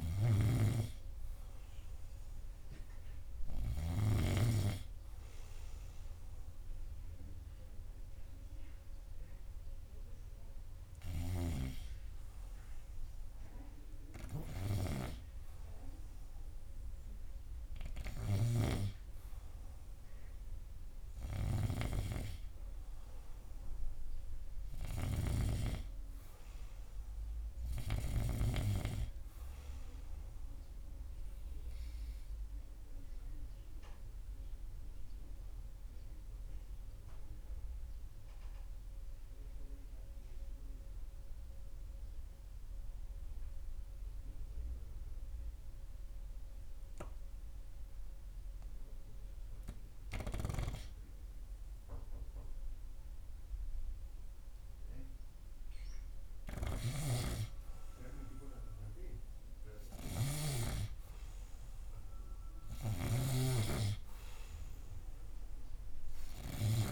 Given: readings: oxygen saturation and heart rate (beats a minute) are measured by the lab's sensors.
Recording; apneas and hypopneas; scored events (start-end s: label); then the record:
breathing in sleep by a room microphone; 1
0.00-4.50 s: snoring (device-marked)
23.50-27.00 s: arousal
25.50-29.00 s: snoring (device-marked)
31.00-55.50 s: obstructive apnea (oxygen 100% before, 95% lowest, heart rate 85 before, 75 extreme)
57.00-66.92 s: snoring (device-marked)
57.50-61.00 s: arousal
From the record:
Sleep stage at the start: REM sleep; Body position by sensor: on the right side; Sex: male